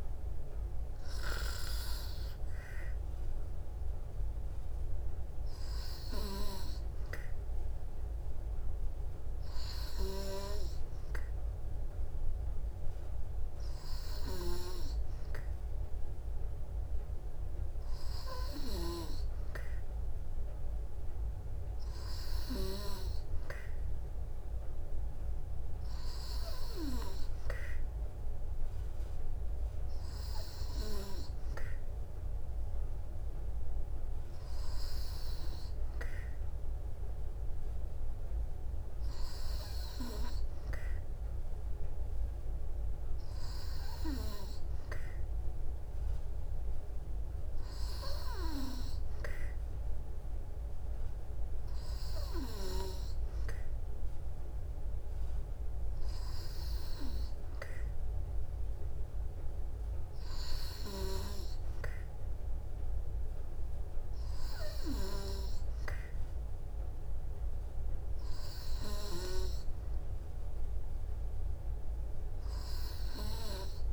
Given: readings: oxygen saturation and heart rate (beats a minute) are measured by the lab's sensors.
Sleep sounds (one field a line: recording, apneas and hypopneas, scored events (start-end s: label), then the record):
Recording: breathing in sleep by a room microphone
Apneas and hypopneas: none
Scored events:
none scored
From the record:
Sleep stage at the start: N2 (light sleep)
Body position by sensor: on the back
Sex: female